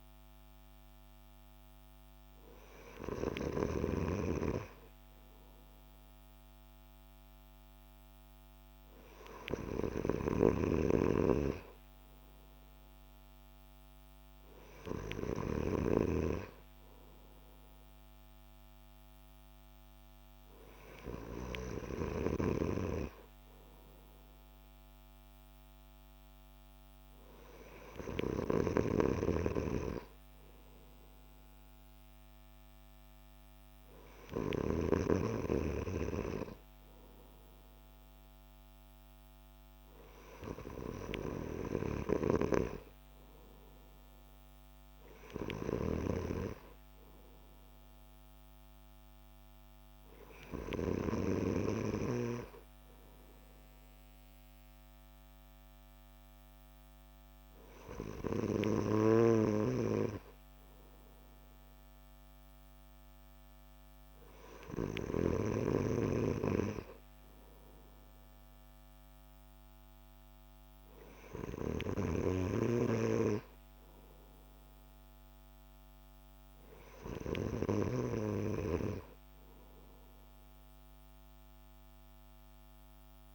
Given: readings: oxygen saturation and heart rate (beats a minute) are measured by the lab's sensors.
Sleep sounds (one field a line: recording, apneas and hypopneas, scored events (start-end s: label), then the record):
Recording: breathing in sleep by a microphone on the trachea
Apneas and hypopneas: none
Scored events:
63.00-83.35 s: new sleep stage, N3 (deep sleep)
From the record:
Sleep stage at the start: N2 (light sleep)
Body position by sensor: on the back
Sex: male